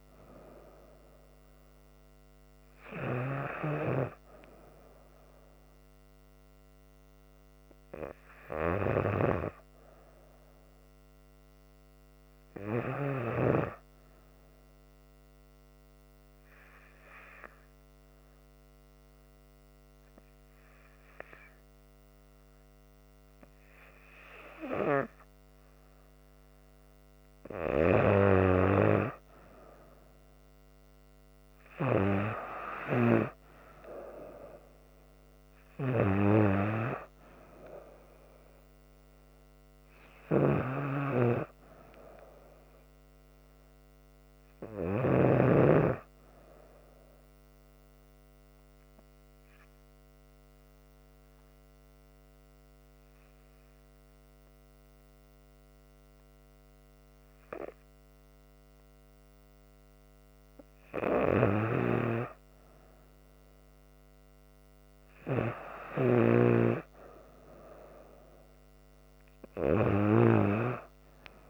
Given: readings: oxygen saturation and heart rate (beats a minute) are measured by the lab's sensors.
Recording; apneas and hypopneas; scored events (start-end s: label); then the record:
breathing in sleep by a microphone on the trachea; 2
14.00-27.50 s: hypopnea (oxygen 97% before, 94% lowest, heart rate 70 before, 69 extreme, up 2 after)
29.50-32.50 s: arousal
40.00-45.00 s: snoring (device-marked)
47.50-61.50 s: hypopnea (oxygen 96% before, 93% lowest, heart rate 71 before, 68 extreme, up 2 after)
61.00-71.50 s: snoring (device-marked)
63.50-66.50 s: arousal
From the record:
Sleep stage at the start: N2 (light sleep); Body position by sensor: on the back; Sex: female